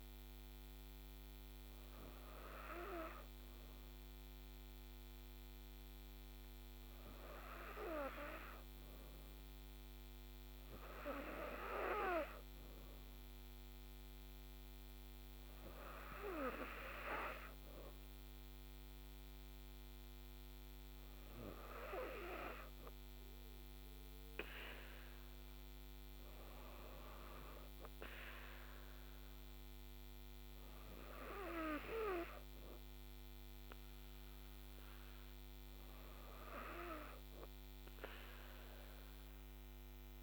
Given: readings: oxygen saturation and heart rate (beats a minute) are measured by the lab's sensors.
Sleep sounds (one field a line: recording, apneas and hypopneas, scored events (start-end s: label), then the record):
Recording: breathing in sleep by a microphone on the trachea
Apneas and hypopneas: none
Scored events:
none scored
From the record:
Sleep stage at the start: N2 (light sleep)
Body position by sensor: on the back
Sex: female